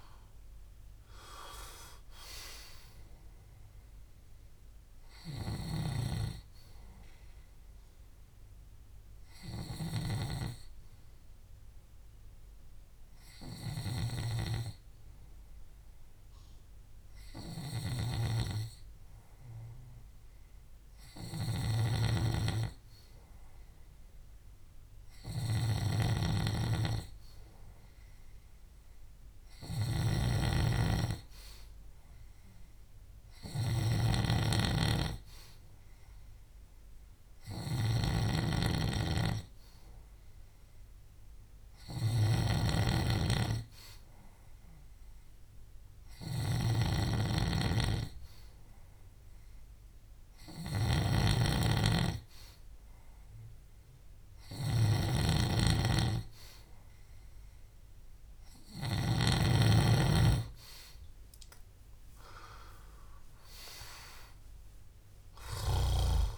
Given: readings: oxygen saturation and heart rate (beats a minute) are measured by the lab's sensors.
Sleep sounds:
breathing in sleep by a room microphone; 1
10.50-21.50 s: hypopnea (oxygen 95% before, 93% lowest, heart rate 70 before, 64 extreme, up 7 after)
18.00-59.00 s: snoring (device-marked)
23.50-26.50 s: arousal
61.00-65.50 s: arousal
From the record:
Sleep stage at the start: N2 (light sleep); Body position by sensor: on the back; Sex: male

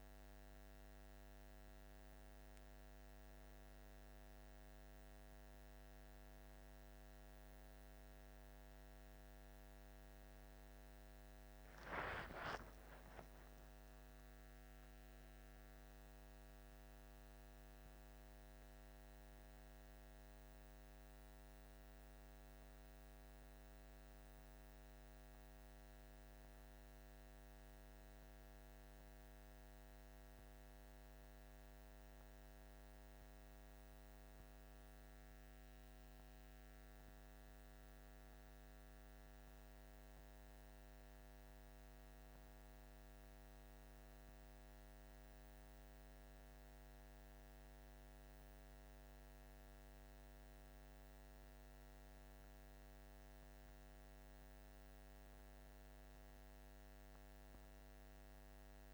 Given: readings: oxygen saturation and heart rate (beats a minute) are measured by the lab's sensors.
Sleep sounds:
a person partly awake in a sleep study, hard to hear, by a microphone on the trachea; none
18.50-48.50 s: new sleep stage, N1 (lightest sleep)
48.50-58.94 s: new sleep stage, awake
From the record:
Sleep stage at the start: awake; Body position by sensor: on the back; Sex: male

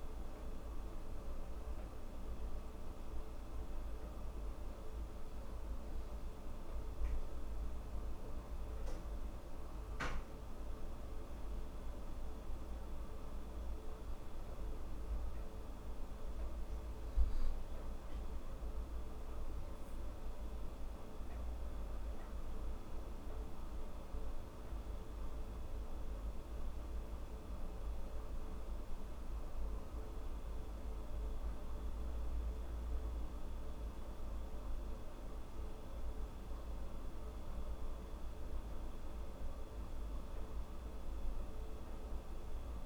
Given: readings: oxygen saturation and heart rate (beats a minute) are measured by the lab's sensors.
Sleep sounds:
breathing in sleep, hard to hear, by a room microphone; none
none scored
From the record:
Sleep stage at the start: N2 (light sleep); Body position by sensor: on the back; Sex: female

